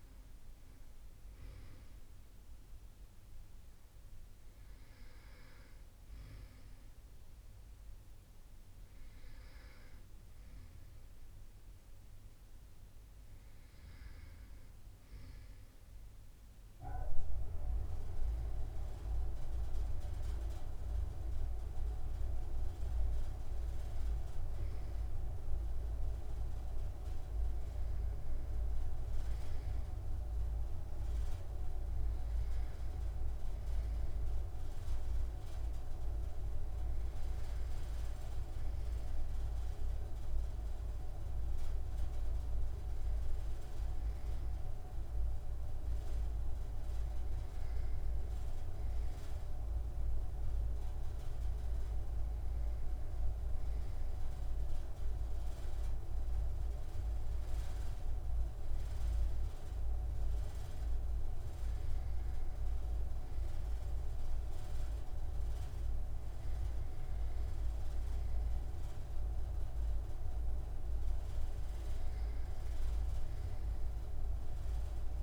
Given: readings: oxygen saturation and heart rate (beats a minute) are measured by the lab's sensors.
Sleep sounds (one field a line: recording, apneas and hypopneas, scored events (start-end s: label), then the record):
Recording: breathing in sleep by a room microphone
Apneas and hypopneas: none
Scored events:
17.50-22.00 s: arousal
From the record:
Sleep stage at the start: N2 (light sleep)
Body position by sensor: on the right side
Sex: male